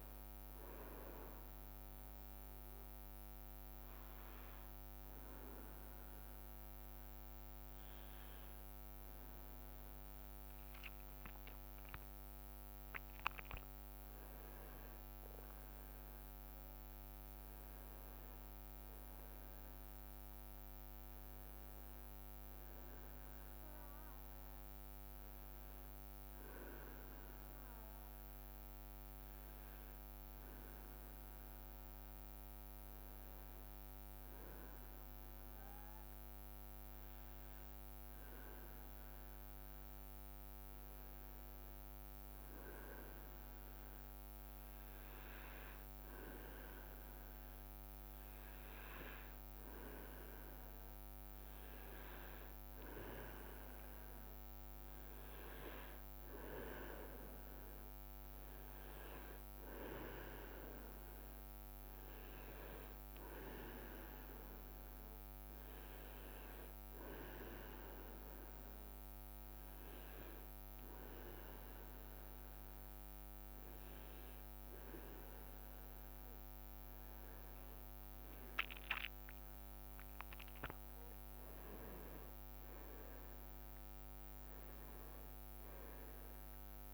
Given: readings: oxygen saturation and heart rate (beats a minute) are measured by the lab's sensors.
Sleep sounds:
breathing in sleep by a microphone on the trachea; 3
0.00-6.00 s: oxygen desaturation (device-marked, oxygen 93% lowest, heart rate 61 extreme)
1.00-11.50 s: hypopnea (oxygen 99% before, 95% lowest, heart rate 67 before, 61 extreme, up 6 after)
12.00-13.00 s: leg movement (device-marked)
12.50-17.00 s: arousal
25.50-39.00 s: hypopnea (oxygen 99% before, 95% lowest, heart rate 65 before, 63 extreme)
35.00-38.00 s: leg movement (device-marked)
39.50-44.00 s: arousal
45.00-66.00 s: oxygen desaturation (device-marked, oxygen 99% before, 95% lowest, heart rate 68 before, 65 extreme)
63.00-74.00 s: hypopnea (oxygen 99% before, 94% lowest, heart rate 65 before, 65 extreme, up 9 after)
78.00-83.00 s: arousal
81.50-86.50 s: leg movement (device-marked)
From the record:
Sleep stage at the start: N2 (light sleep); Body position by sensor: on the back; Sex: male

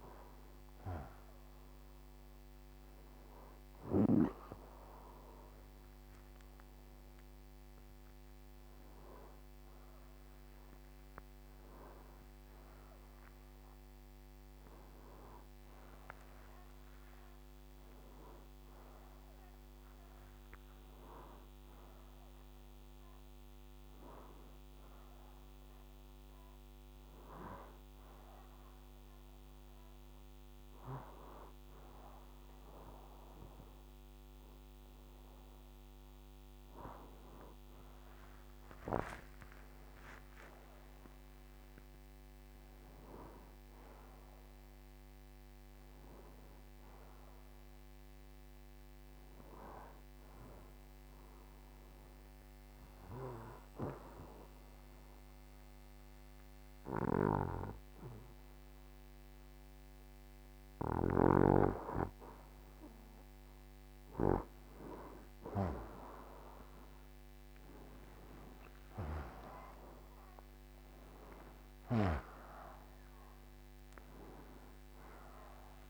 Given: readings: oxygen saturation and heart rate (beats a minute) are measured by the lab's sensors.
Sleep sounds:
breathing in sleep by a microphone on the trachea; none
1.00-7.00 s: oxygen desaturation (device-marked, oxygen 94% before, 89% lowest, heart rate 85 before, 62 extreme)
8.00-15.00 s: arousal
32.00-62.00 s: new sleep stage, N2 (light sleep)
38.50-43.50 s: arousal
49.00-60.00 s: oxygen desaturation (device-marked, oxygen 92% before, 89% lowest, heart rate 77 before, 69 extreme)
62.00-75.90 s: new sleep stage, N1 (lightest sleep)
From the record:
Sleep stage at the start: N1 (lightest sleep); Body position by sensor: on the right side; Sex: male

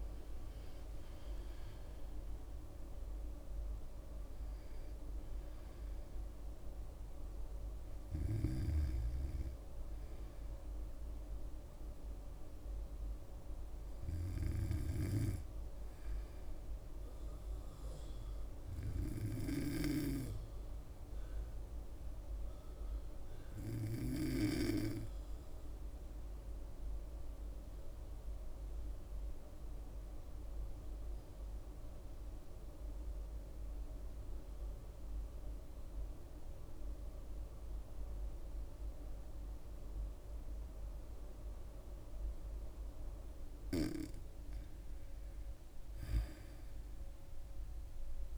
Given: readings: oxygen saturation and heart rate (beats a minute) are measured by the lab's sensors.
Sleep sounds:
breathing in sleep by a room microphone; 1
0.00-1.00 s: arousal
2.00-17.00 s: oxygen desaturation (device-marked, oxygen 99% before, 95% lowest, heart rate 67 before, 68 extreme)
17.00-48.38 s: new sleep stage, REM sleep
28.50-42.50 s: obstructive apnea (oxygen 99% before, 93% lowest, heart rate 69 before, 68 extreme, up 0 after)
44.50-47.50 s: arousal
From the record:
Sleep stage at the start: N2 (light sleep); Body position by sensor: on the back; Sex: female

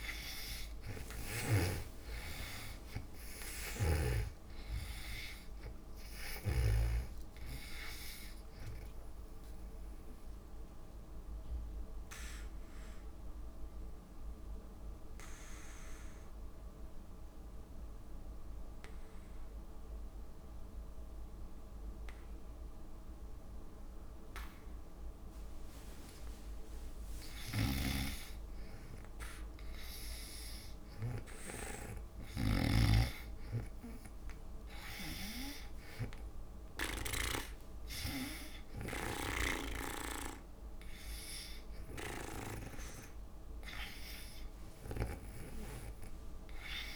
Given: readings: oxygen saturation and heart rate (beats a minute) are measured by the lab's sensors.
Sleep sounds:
breathing in sleep by a room microphone; 1
0.00-2.00 s: snoring (device-marked)
0.00-13.50 s: oxygen desaturation (device-marked, oxygen 82% lowest)
10.00-26.50 s: obstructive apnea (oxygen 97% before, 82% lowest)
27.50-37.50 s: snoring (device-marked)
29.00-32.00 s: arousal
34.50-46.96 s: oxygen desaturation (device-marked, oxygen 98% before, 89% lowest)
From the record:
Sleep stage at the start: N2 (light sleep); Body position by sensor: on the back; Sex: female

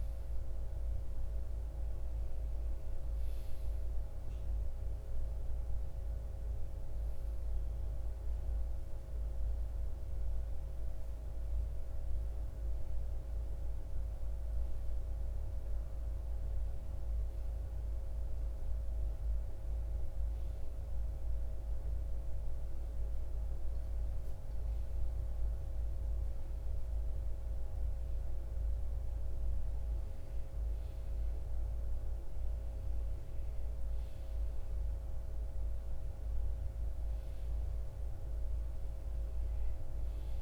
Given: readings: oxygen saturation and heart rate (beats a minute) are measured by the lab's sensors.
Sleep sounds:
breathing in sleep, hard to hear, by a room microphone; 1
0.00-6.50 s: oxygen desaturation (device-marked, oxygen 84% lowest, heart rate 64 extreme)
10.50-26.00 s: hypopnea (oxygen 91% before, 84% lowest, heart rate 67 before, 70 extreme, up 4 after)
28.00-32.50 s: arousal
33.50-40.42 s: oxygen desaturation (device-marked, oxygen 90% before, 84% lowest, heart rate 71 before, 71 extreme)
From the record:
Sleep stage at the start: REM sleep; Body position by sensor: on the right side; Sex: male

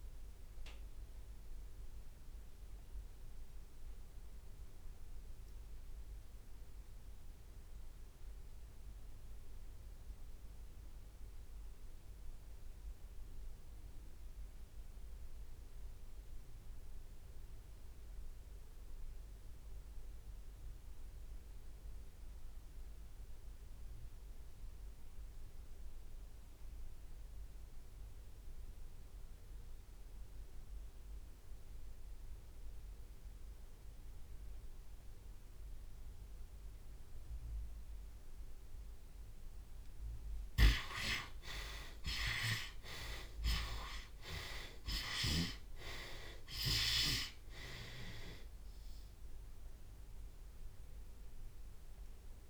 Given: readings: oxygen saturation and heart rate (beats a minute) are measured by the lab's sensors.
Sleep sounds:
breathing in sleep by a room microphone; 1
0.00-28.00 s: oxygen desaturation (device-marked, oxygen 66% lowest)
1.50-39.00 s: obstructive apnea (oxygen 96% before, 64% lowest)
4.00-6.00 s: long interval between heartbeats (device-marked)
6.00-15.00 s: drop in pulse transit time (device-marked)
12.50-14.50 s: long interval between heartbeats (device-marked)
23.00-25.00 s: long interval between heartbeats (device-marked)
25.50-27.50 s: long interval between heartbeats (device-marked)
30.00-52.50 s: oxygen desaturation (device-marked, oxygen 93% before, 64% lowest)
33.00-49.00 s: drop in pulse transit time (device-marked)
40.50-47.00 s: arousal
43.50-45.50 s: long interval between heartbeats (device-marked)
48.50-50.50 s: long interval between heartbeats (device-marked)
From the record:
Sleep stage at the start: REM sleep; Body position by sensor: on the left side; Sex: male

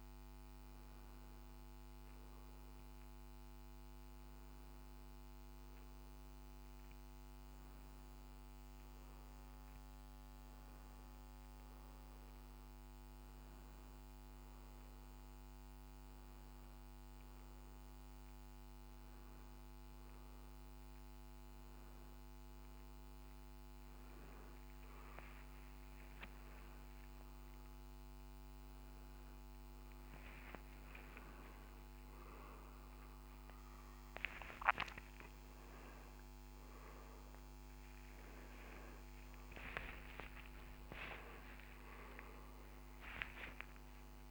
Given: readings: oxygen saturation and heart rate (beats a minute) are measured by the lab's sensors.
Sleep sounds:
breathing in sleep by a microphone on the trachea; none
31.50-35.00 s: arousal
From the record:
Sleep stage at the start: N1 (lightest sleep); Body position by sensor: on the back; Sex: male

